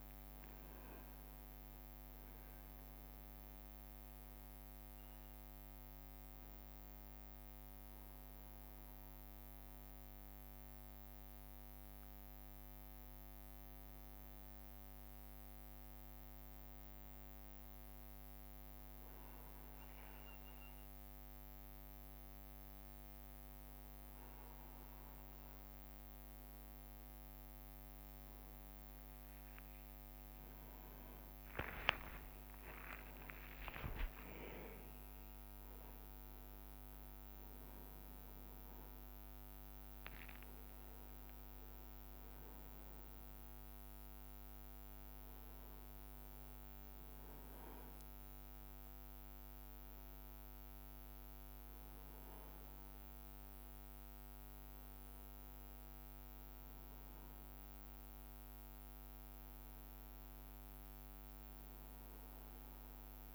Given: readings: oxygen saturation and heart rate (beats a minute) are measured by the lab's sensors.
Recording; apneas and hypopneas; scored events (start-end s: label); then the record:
a person awake in a sleep study, hard to hear, by a microphone on the trachea; none
0.00-3.00 s: leg movement (device-marked)
0.00-51.50 s: bradycardia (device-marked)
2.00-4.00 s: long interval between heartbeats (device-marked)
6.00-16.00 s: leg movement (device-marked)
16.00-18.00 s: long interval between heartbeats (device-marked)
16.50-26.00 s: leg movement (device-marked)
24.50-63.35 s: new sleep stage, awake
27.50-29.50 s: long interval between heartbeats (device-marked)
31.50-39.50 s: leg movement (device-marked)
41.50-43.50 s: leg movement (device-marked)
60.50-63.35 s: leg movement (device-marked)
From the record:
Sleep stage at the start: N1 (lightest sleep); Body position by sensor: on the back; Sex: male